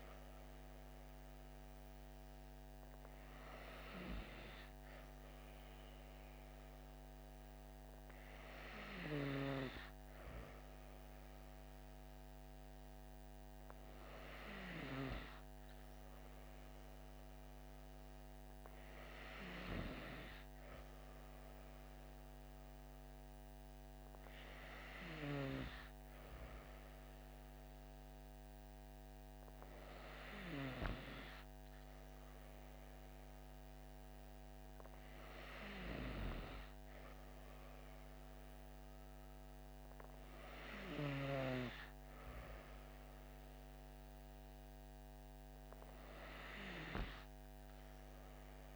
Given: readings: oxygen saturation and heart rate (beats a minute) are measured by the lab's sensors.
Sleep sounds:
breathing in sleep by a microphone on the trachea; none
none scored
From the record:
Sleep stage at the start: N2 (light sleep); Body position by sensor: on the back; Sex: female

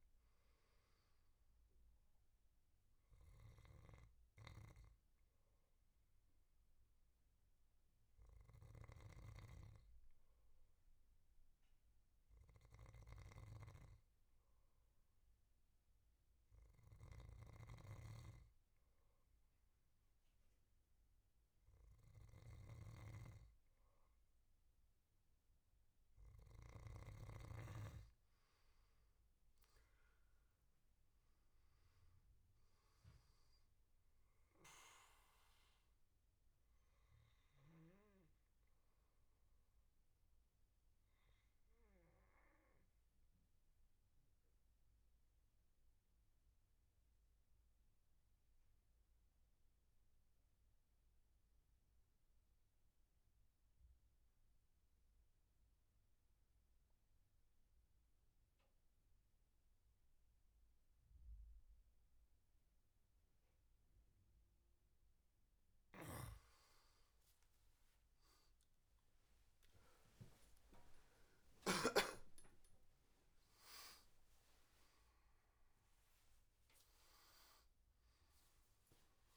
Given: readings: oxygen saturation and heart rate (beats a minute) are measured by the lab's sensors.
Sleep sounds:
breathing in sleep by a room microphone; 2
3.00-26.50 s: hypopnea (oxygen 98% before, 87% lowest, heart rate 77 before, 75 extreme, up 9 after)
17.00-27.00 s: snoring (device-marked)
20.00-46.00 s: oxygen desaturation (device-marked, oxygen 97% before, 94% lowest, heart rate 79 before, 75 extreme)
29.00-32.50 s: arousal
42.00-64.00 s: obstructive apnea (oxygen 97% before, 87% lowest, heart rate 80 before, 77 extreme, up 24 after)
62.00-79.36 s: oxygen desaturation (device-marked, oxygen 97% before, 87% lowest, heart rate 78 before, 73 extreme)
66.00-72.00 s: snoring (device-marked)
68.00-77.00 s: tachycardia (device-marked, heart rate 81 before, 120 extreme)
68.50-73.50 s: arousal
70.00-72.00 s: long interval between heartbeats (device-marked, heart rate 79 before, 98 extreme)
74.00-76.00 s: long interval between heartbeats (device-marked, heart rate 84 before, 118 extreme)
From the record:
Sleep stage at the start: N2 (light sleep); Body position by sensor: on the back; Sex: male

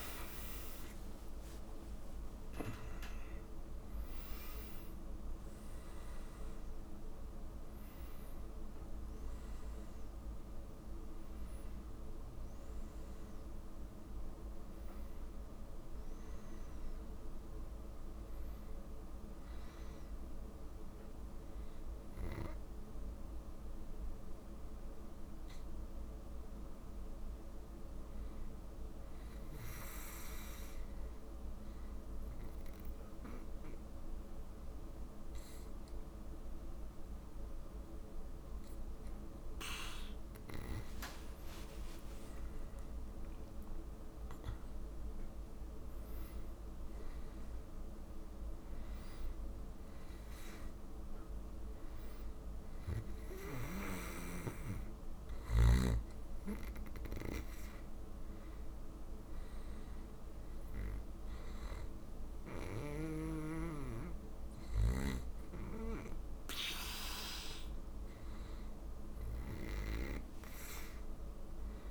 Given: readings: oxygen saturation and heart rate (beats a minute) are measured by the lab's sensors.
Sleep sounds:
a person partly awake in a sleep study, by a room microphone; none
24.00-54.00 s: new sleep stage, N1 (lightest sleep)
40.00-43.50 s: arousal
54.00-71.91 s: new sleep stage, N2 (light sleep)
From the record:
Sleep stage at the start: awake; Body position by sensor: on the back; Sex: male

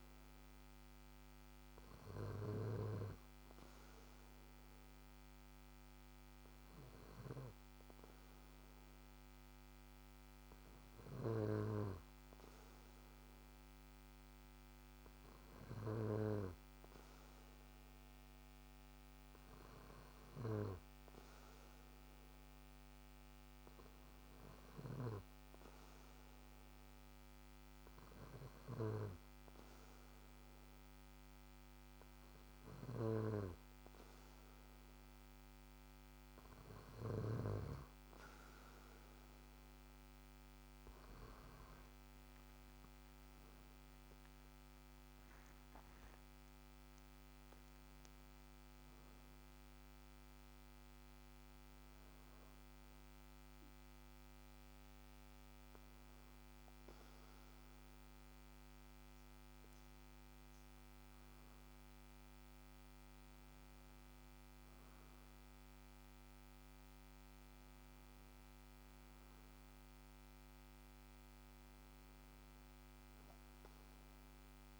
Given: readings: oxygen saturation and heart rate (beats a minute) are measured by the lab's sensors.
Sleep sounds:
breathing in sleep by a microphone on the trachea; none
0.00-3.00 s: snoring (device-marked)
42.00-46.00 s: arousal
From the record:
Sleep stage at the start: N2 (light sleep); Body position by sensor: on the back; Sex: male

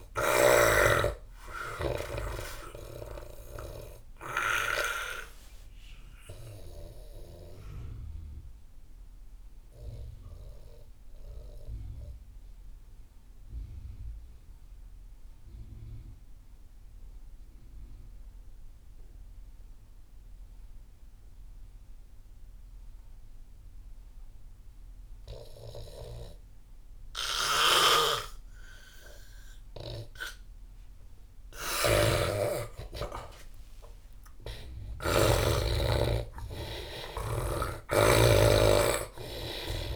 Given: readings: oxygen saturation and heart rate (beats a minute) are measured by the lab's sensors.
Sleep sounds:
breathing in sleep by a room microphone; 1
0.00-15.00 s: oxygen desaturation (device-marked, oxygen 84% lowest)
5.50-30.00 s: mixed apnea (oxygen 98% before, 82% lowest)
27.50-35.00 s: snoring (device-marked)
29.00-39.95 s: oxygen desaturation (device-marked, oxygen 98% before, 86% lowest)
32.00-35.50 s: arousal
From the record:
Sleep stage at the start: N2 (light sleep); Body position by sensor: on the back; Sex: male

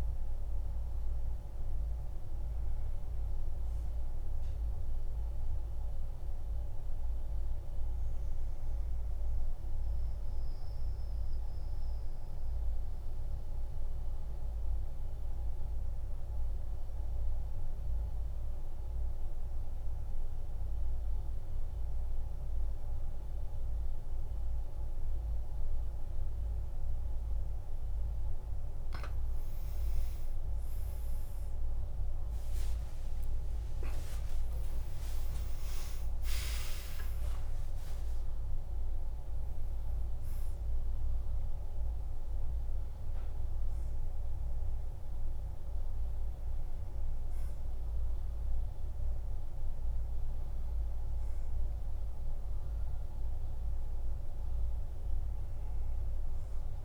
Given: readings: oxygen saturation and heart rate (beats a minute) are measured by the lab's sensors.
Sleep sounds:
breathing in sleep, hard to hear, by a room microphone; 1
0.00-14.00 s: oxygen desaturation (device-marked, oxygen 89% lowest, heart rate 49 extreme)
5.50-28.50 s: mixed apnea (oxygen 98% before, 89% lowest, heart rate 58 before, 49 extreme)
32.00-36.00 s: tachycardia (device-marked, heart rate 57 before, 119 extreme)
32.00-56.85 s: new sleep stage, N1 (lightest sleep)
32.50-36.50 s: arousal
33.00-35.00 s: long interval between heartbeats (device-marked, heart rate 52 before, 86 extreme)
33.00-56.85 s: oxygen desaturation (device-marked, oxygen 99% before, 91% lowest, heart rate 52 before, 48 extreme)
35.00-37.00 s: long interval between heartbeats (device-marked, heart rate 57 before, 119 extreme)
From the record:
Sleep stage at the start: N2 (light sleep); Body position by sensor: on the back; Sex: male

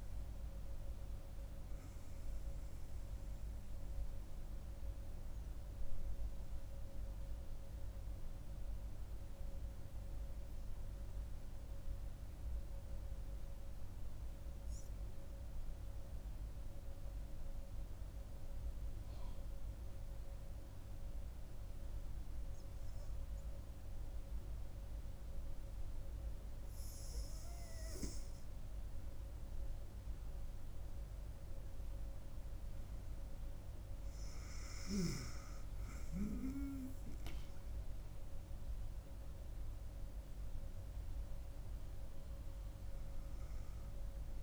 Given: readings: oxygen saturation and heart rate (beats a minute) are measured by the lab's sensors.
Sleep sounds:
breathing in sleep, hard to hear, by a room microphone; 1
0.00-10.00 s: oxygen desaturation (device-marked, oxygen 90% lowest, heart rate 66 extreme)
4.50-29.00 s: hypopnea (oxygen 98% before, 90% lowest, heart rate 70 before, 64 extreme, up 6 after)
29.00-44.43 s: oxygen desaturation (device-marked, oxygen 97% before, 91% lowest, heart rate 68 before, 64 extreme)
31.00-35.00 s: arousal
From the record:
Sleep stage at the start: N2 (light sleep); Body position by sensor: on the back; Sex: female

